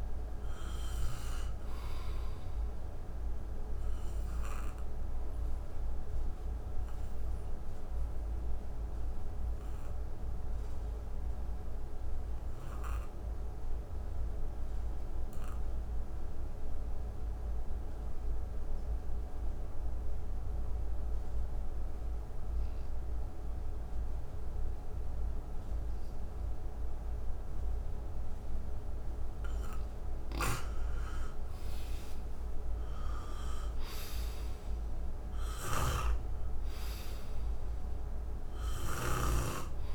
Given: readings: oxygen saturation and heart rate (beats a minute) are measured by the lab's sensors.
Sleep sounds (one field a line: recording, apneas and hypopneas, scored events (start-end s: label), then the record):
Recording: breathing in sleep by a room microphone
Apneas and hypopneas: 1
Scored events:
0.00-16.50 s: oxygen desaturation (device-marked, oxygen 85% lowest, heart rate 59 extreme)
5.00-29.50 s: obstructive apnea (oxygen 96% before, 82% lowest, heart rate 69 before, 59 extreme, up 43 after)
27.50-39.95 s: oxygen desaturation (device-marked, oxygen 98% before, 85% lowest, heart rate 64 before, 61 extreme)
30.50-36.00 s: arousal
35.50-39.50 s: snoring (device-marked)
From the record:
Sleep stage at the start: N2 (light sleep)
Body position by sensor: on the back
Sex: male